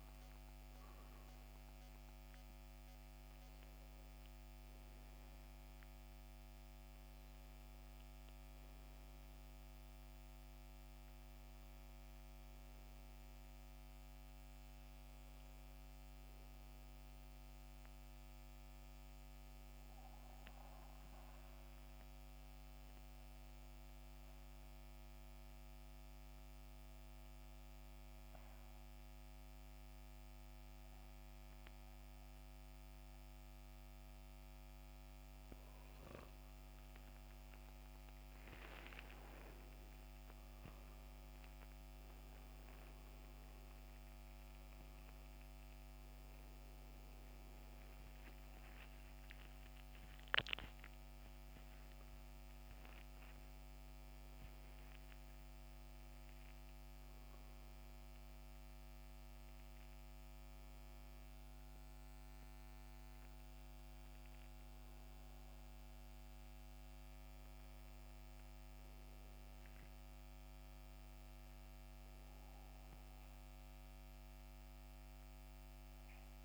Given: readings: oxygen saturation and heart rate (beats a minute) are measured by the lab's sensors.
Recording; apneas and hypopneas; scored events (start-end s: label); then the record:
breathing in sleep, hard to hear, by a microphone on the trachea; 1
0.00-22.00 s: oxygen desaturation (device-marked, oxygen 78% lowest, heart rate 69 extreme)
19.00-35.50 s: mixed apnea (oxygen 88% before, 87% lowest, heart rate 79 before, 69 extreme, up 13 after)
38.50-42.00 s: arousal
43.00-73.00 s: new sleep stage, N1 (lightest sleep)
44.00-71.00 s: oxygen desaturation (device-marked, oxygen 95% before, 88% lowest, heart rate 73 before, 66 extreme)
72.00-75.50 s: arousal
73.00-76.45 s: new sleep stage, N2 (light sleep)
From the record:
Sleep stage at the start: N2 (light sleep); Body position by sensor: on the back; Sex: male